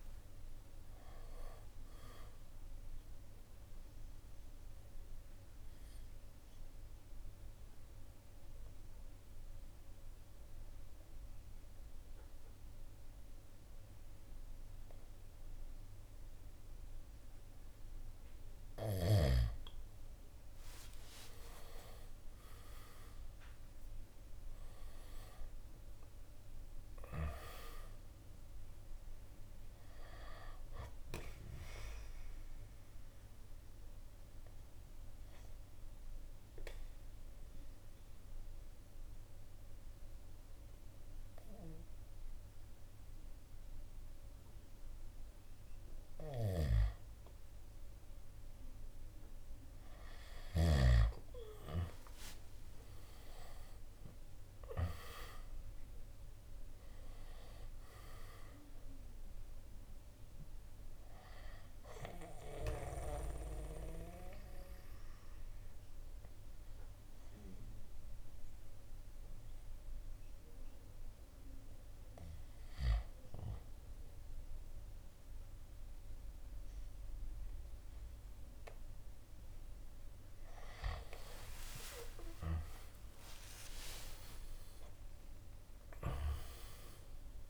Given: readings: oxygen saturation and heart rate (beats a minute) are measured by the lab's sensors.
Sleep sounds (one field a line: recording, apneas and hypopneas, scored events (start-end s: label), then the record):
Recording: breathing in sleep by a room microphone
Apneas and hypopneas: 3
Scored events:
0.00-6.00 s: drop in pulse transit time (device-marked, heart rate 61 extreme)
1.00-19.00 s: oxygen desaturation (device-marked, oxygen 97% before, 90% lowest, heart rate 64 before, 57 extreme)
4.00-19.50 s: central apnea (oxygen 97% before, 89% lowest, heart rate 65 before, 57 extreme, up 12 after)
21.00-25.00 s: arousal
23.00-36.00 s: drop in pulse transit time (device-marked, heart rate 62 before, 61 extreme)
26.00-48.00 s: oxygen desaturation (device-marked, oxygen 97% before, 89% lowest, heart rate 63 before, 58 extreme)
31.00-47.00 s: central apnea (oxygen 97% before, 89% lowest, heart rate 65 before, 58 extreme, up 8 after)
49.00-53.00 s: arousal
54.00-67.00 s: drop in pulse transit time (device-marked, heart rate 60 before, 59 extreme)
54.00-76.00 s: oxygen desaturation (device-marked, oxygen 97% before, 89% lowest, heart rate 60 before, 58 extreme)
61.00-79.50 s: hypopnea (oxygen 97% before, 89% lowest, heart rate 63 before, 58 extreme, up 13 after)
82.00-86.00 s: arousal
84.00-87.50 s: oxygen desaturation (device-marked, oxygen 96% before, 91% lowest, heart rate 62 before, 58 extreme)
From the record:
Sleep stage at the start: N2 (light sleep)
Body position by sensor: on the back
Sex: male